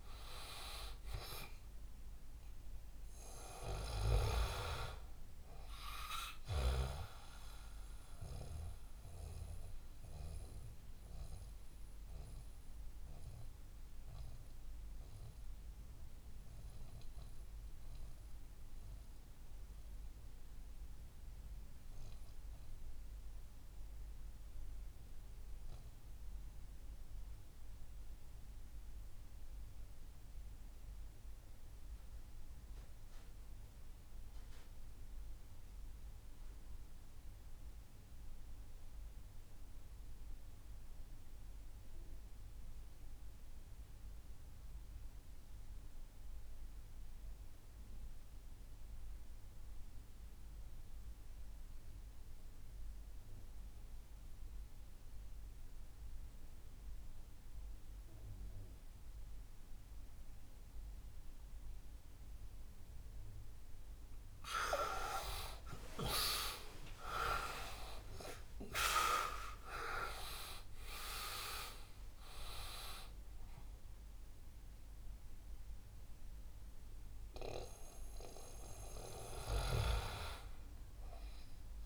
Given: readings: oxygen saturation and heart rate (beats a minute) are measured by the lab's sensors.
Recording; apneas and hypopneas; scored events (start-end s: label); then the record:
breathing in sleep by a room microphone; 1
0.00-10.50 s: oxygen desaturation (device-marked, oxygen 81% lowest, heart rate 53 extreme)
7.00-63.00 s: mixed apnea (oxygen 94% before, 76% lowest, heart rate 68 before, 55 extreme, up 27 after)
12.50-27.50 s: oxygen desaturation (device-marked, oxygen 85% before, 76% lowest, heart rate 72 before, 55 extreme)
51.50-81.86 s: oxygen desaturation (device-marked, oxygen 95% before, 76% lowest, heart rate 58 before, 58 extreme)
65.00-70.00 s: arousal
From the record:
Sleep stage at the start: REM sleep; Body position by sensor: on the back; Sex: male